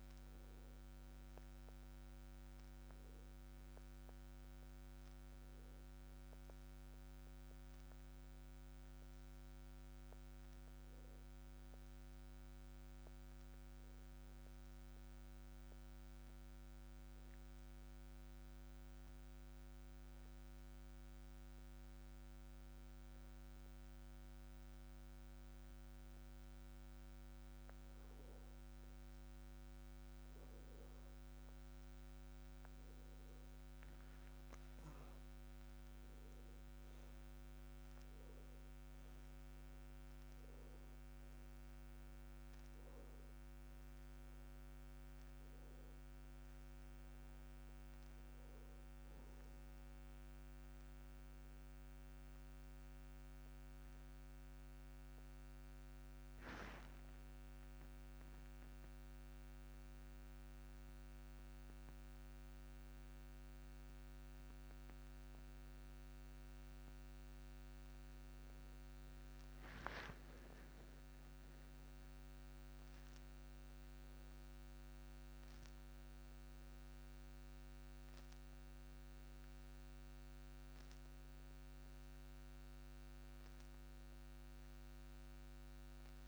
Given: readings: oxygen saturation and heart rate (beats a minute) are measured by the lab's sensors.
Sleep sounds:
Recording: breathing in sleep, hard to hear, by a microphone on the trachea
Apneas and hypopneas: 2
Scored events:
0.00-18.00 s: oxygen desaturation (device-marked, oxygen 92% lowest)
14.00-27.00 s: obstructive apnea (oxygen 97% before, 92% lowest)
32.50-37.50 s: arousal
38.00-58.00 s: oxygen desaturation (device-marked, oxygen 97% before, 92% lowest)
53.00-67.00 s: hypopnea (oxygen 97% before, 92% lowest)
70.00-74.50 s: arousal
From the record:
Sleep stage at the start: N1 (lightest sleep)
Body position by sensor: on the back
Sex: male

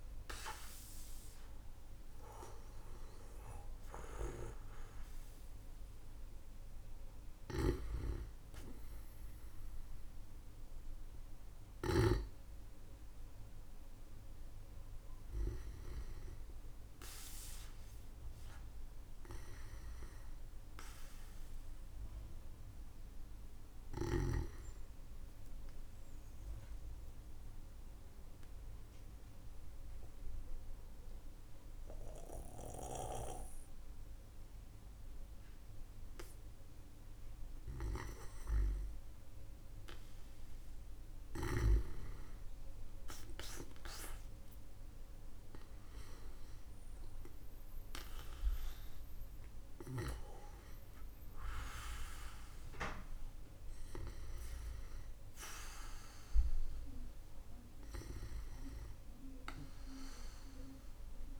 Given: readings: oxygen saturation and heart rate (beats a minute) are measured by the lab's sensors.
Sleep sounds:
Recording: breathing in sleep by a room microphone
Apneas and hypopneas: 1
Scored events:
7.00-12.00 s: snoring (device-marked)
20.50-23.50 s: arousal
25.50-37.50 s: obstructive apnea (oxygen 98% before, 93% lowest, heart rate 56 before, 53 extreme, up 11 after)
39.50-42.50 s: arousal
57.00-61.40 s: oxygen desaturation (device-marked, oxygen 96% before, 93% lowest, heart rate 60 before, 49 extreme)
59.00-61.40 s: arousal
From the record:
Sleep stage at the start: N2 (light sleep)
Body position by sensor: on the back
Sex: male

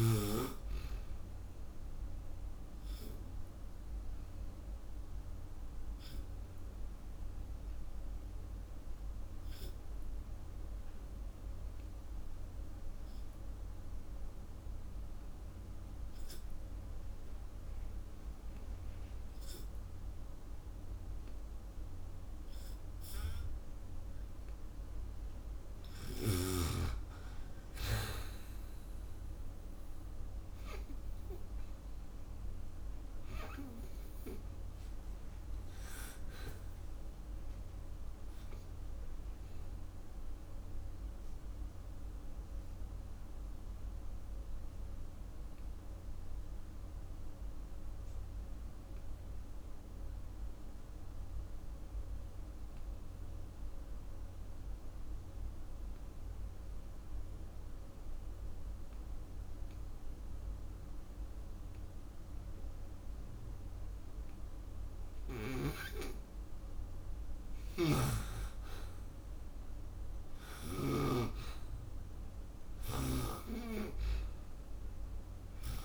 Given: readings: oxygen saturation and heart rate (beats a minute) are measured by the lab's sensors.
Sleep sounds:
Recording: breathing in sleep by a room microphone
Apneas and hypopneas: 2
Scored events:
0.00-18.50 s: oxygen desaturation (device-marked, oxygen 91% lowest)
2.50-23.50 s: obstructive apnea (oxygen 97% before, 91% lowest)
31.50-35.50 s: arousal
39.50-65.00 s: obstructive apnea (oxygen 97% before, 87% lowest)
49.50-61.50 s: oxygen desaturation (device-marked, oxygen 95% before, 91% lowest, heart rate 34 before, 40 extreme)
66.50-70.00 s: arousal
73.50-75.85 s: oxygen desaturation (device-marked, oxygen 97% before, 87% lowest, heart rate 55 before, 56 extreme)
From the record:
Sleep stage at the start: N2 (light sleep)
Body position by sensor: on the back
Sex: female

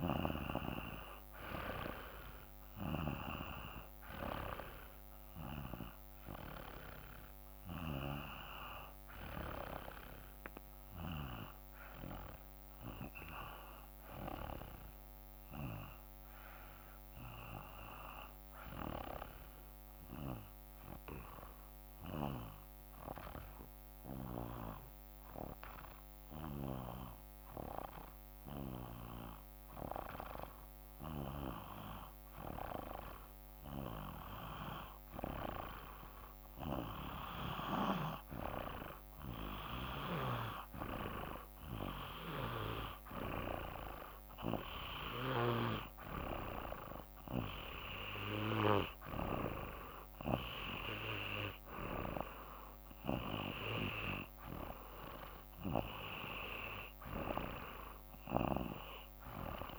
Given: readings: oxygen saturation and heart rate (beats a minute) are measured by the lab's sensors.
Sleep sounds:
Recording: breathing in sleep by a microphone on the trachea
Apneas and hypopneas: 1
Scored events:
0.00-13.00 s: oxygen desaturation (device-marked, oxygen 90% lowest, heart rate 54 extreme)
14.50-18.50 s: arousal
21.00-35.00 s: hypopnea (oxygen 95% before, 90% lowest, heart rate 56 before, 55 extreme, up 2 after)
36.50-40.50 s: arousal
39.00-58.00 s: oxygen desaturation (device-marked, oxygen 94% before, 90% lowest, heart rate 55 before, 55 extreme)
40.00-46.00 s: snoring (device-marked)
From the record:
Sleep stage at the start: N2 (light sleep)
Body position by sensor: on the back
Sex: male

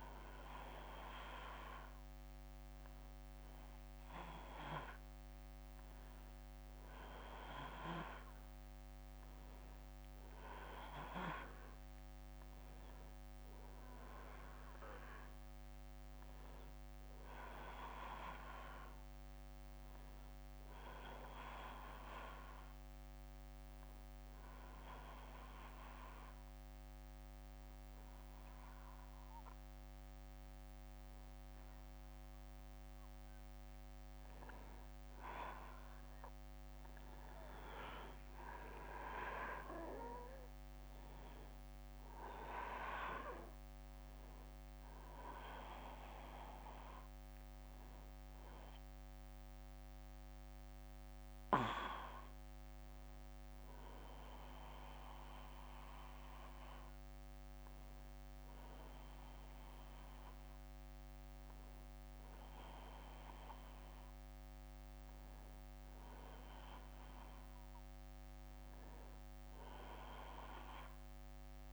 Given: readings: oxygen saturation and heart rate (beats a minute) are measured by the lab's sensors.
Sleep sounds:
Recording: breathing in sleep by a microphone on the trachea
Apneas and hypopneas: 2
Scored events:
21.50-33.50 s: obstructive apnea (oxygen 96% before, 92% lowest, heart rate 67 before, 61 extreme, up 3 after)
35.00-39.00 s: arousal
38.00-48.00 s: oxygen desaturation (device-marked, oxygen 95% before, 92% lowest, heart rate 65 before, 61 extreme)
47.00-60.50 s: hypopnea (oxygen 95% before, 92% lowest, heart rate 65 before, 61 extreme, up 3 after)
63.00-67.00 s: arousal
From the record:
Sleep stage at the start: N1 (lightest sleep)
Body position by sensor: on the back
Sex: male

